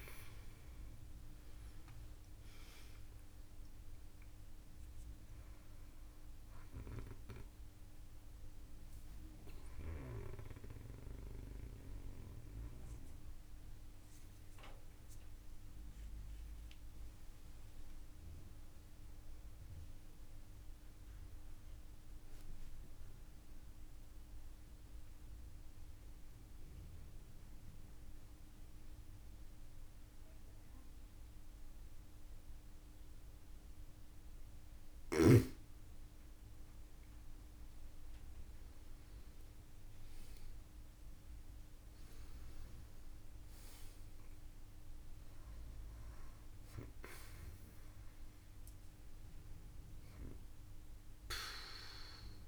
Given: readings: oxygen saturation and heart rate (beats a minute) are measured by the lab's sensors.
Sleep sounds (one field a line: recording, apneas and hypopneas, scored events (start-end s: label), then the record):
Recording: breathing in sleep by a room microphone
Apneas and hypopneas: 1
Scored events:
0.00-1.50 s: long interval between heartbeats (device-marked)
0.00-28.00 s: oxygen desaturation (device-marked, oxygen 92% lowest)
9.00-33.50 s: obstructive apnea (oxygen 97% before, 91% lowest)
35.50-39.00 s: arousal
43.00-52.48 s: oxygen desaturation (device-marked, oxygen 97% before, 91% lowest)
From the record:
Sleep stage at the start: N2 (light sleep)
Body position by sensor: on the back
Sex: female